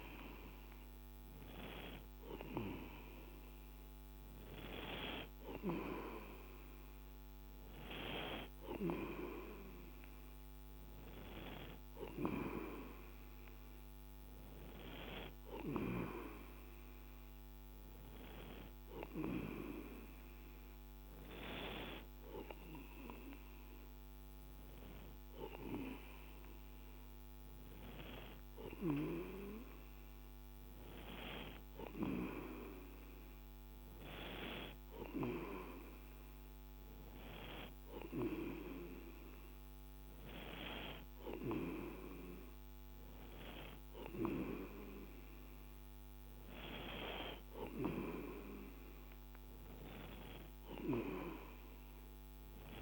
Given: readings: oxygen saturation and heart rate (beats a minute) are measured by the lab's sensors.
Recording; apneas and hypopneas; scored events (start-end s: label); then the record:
breathing in sleep by a microphone on the trachea; none
none scored
From the record:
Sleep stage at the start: N2 (light sleep); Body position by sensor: on the right side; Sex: male